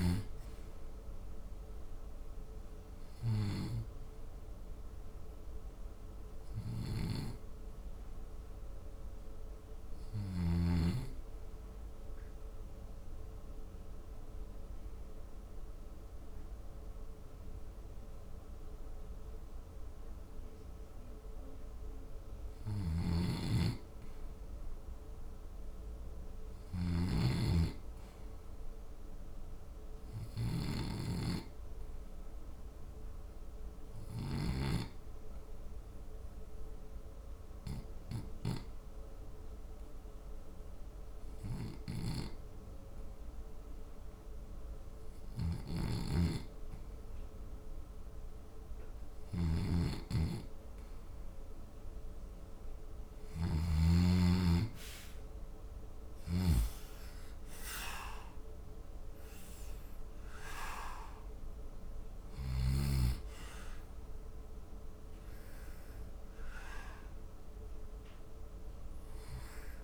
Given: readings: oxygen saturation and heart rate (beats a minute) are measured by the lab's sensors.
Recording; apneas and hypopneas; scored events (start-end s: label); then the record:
breathing in sleep by a room microphone; 2
11.00-22.00 s: mixed apnea (oxygen 90% before, 84% lowest, heart rate 81 before, 65 extreme, up 1 after)
20.50-47.50 s: oxygen desaturation (device-marked, oxygen 99% before, 85% lowest, heart rate 76 before, 64 extreme)
22.50-27.00 s: snoring (device-marked)
24.00-28.00 s: arousal
33.00-46.50 s: obstructive apnea (oxygen 99% before, 84% lowest, heart rate 68 before, 64 extreme, up 0 after)
45.50-53.50 s: snoring (device-marked)
54.50-59.00 s: arousal
56.50-69.84 s: oxygen desaturation (device-marked, oxygen 90% before, 84% lowest, heart rate 65 before, 64 extreme)
From the record:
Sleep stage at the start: N2 (light sleep); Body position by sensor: on the back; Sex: male